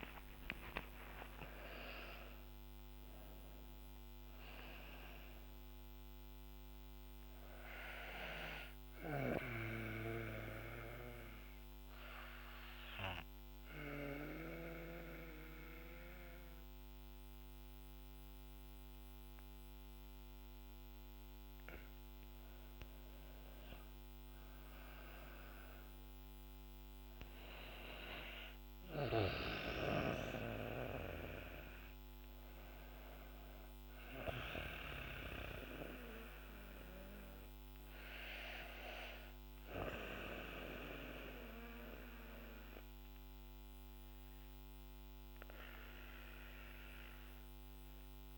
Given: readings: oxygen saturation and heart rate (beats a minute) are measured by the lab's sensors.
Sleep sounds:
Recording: breathing in sleep by a microphone on the trachea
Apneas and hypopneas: 1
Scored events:
1.00-20.00 s: oxygen desaturation (device-marked, oxygen 98% before, 92% lowest, heart rate 56 before, 51 extreme)
9.00-22.00 s: obstructive apnea (oxygen 98% before, 92% lowest, heart rate 64 before, 51 extreme, up 9 after)
24.00-28.00 s: arousal
From the record:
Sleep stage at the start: REM sleep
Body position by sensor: on the back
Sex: female

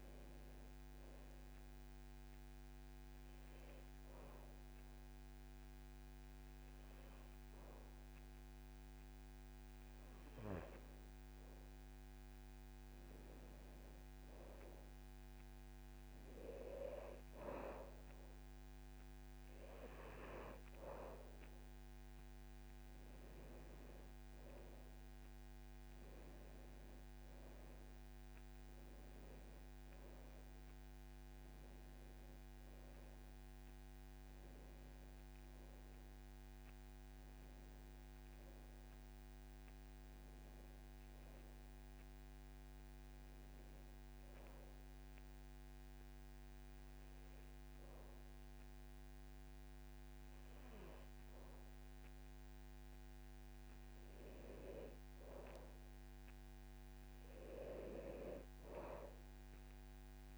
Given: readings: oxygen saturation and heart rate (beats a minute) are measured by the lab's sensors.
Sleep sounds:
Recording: breathing in sleep by a microphone on the trachea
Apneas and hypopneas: 2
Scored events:
0.00-10.50 s: oxygen desaturation (device-marked, oxygen 95% lowest, heart rate 69 extreme)
2.50-13.00 s: hypopnea (oxygen 99% before, 92% lowest, heart rate 76 before, 69 extreme, up 4 after)
16.00-20.50 s: arousal
25.50-52.50 s: oxygen desaturation (device-marked, oxygen 98% before, 93% lowest, heart rate 73 before, 69 extreme)
43.50-55.50 s: hypopnea (oxygen 98% before, 92% lowest, heart rate 78 before, 69 extreme, up 6 after)
57.50-60.38 s: arousal
From the record:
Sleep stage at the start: N2 (light sleep)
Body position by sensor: on the back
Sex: male

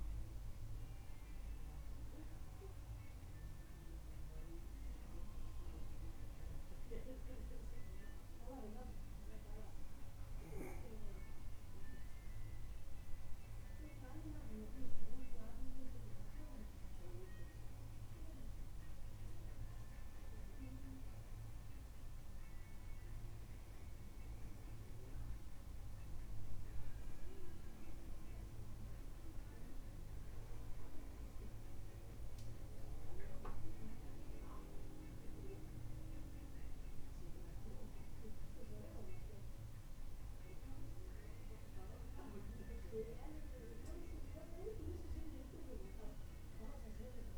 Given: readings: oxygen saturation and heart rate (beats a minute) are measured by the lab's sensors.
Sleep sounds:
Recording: breathing in sleep by a room microphone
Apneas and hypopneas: none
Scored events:
none scored
From the record:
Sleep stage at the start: N1 (lightest sleep)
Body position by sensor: on the back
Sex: male

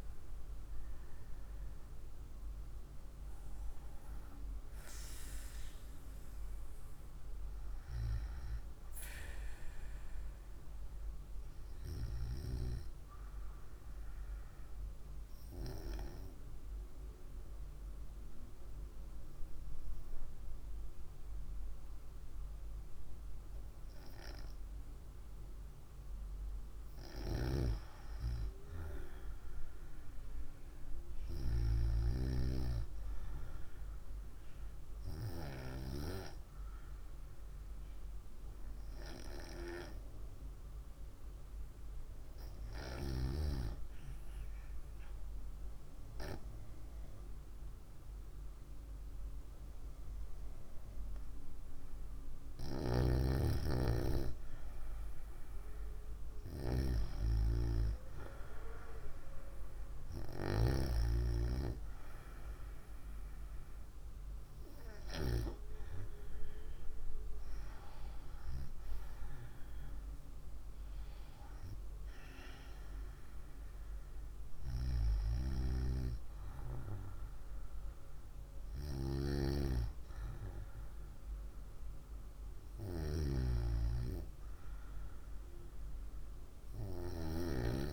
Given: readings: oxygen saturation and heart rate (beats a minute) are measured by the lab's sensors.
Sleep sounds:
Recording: breathing in sleep by a room microphone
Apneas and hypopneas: 2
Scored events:
17.50-27.50 s: obstructive apnea (oxygen 98% before, 94% lowest, heart rate 63 before, 59 extreme, up 2 after)
30.50-34.50 s: arousal
44.00-54.00 s: obstructive apnea (oxygen 98% before, 94% lowest, heart rate 62 before, 59 extreme, up 3 after)
57.50-62.00 s: arousal
From the record:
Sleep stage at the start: N2 (light sleep)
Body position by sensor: on the right side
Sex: female

